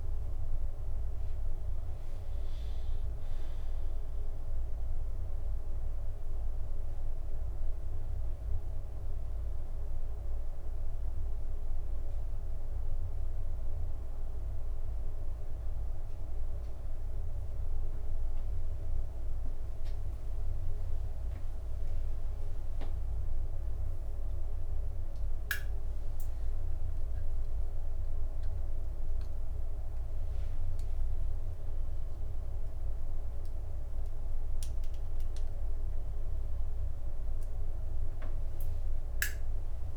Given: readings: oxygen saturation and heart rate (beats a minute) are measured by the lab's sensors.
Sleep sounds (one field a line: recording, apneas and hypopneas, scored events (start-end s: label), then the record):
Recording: a person awake in a sleep study, hard to hear, by a room microphone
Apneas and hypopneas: none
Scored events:
none scored
From the record:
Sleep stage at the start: awake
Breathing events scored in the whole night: 110 in 3.6 hours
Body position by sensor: on the back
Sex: male